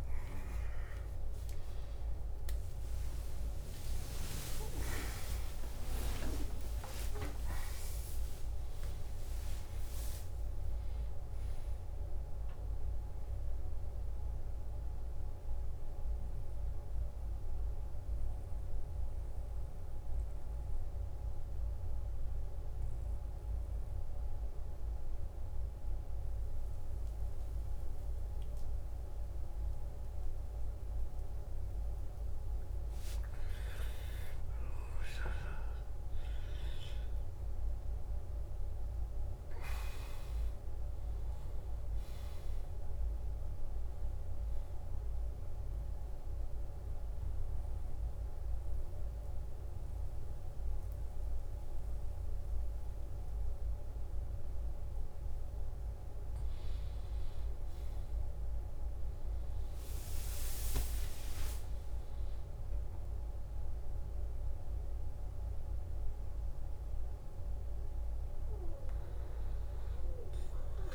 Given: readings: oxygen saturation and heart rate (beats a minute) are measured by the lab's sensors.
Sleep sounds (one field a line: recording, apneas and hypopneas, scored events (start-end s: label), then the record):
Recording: breathing in sleep by a room microphone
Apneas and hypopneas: 2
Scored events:
0.00-21.00 s: oxygen desaturation (device-marked, oxygen 88% lowest, heart rate 55 extreme)
2.00-62.00 s: new sleep stage, N1 (lightest sleep)
4.00-10.00 s: tachycardia (device-marked, heart rate 63 before, 116 extreme)
7.50-9.50 s: long interval between heartbeats (device-marked, heart rate 69 before, 112 extreme)
16.00-33.00 s: mixed apnea (oxygen 97% before, 88% lowest, heart rate 87 before, 55 extreme, up 16 after)
34.00-39.50 s: arousal
38.00-54.00 s: oxygen desaturation (device-marked, oxygen 98% before, 91% lowest, heart rate 59 before, 58 extreme)
47.50-57.50 s: central apnea (oxygen 99% before, 89% lowest, heart rate 64 before, 58 extreme, up 13 after)
59.00-62.50 s: arousal
62.00-70.95 s: new sleep stage, N2 (light sleep)
From the record:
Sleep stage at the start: N2 (light sleep)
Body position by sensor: on the back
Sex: male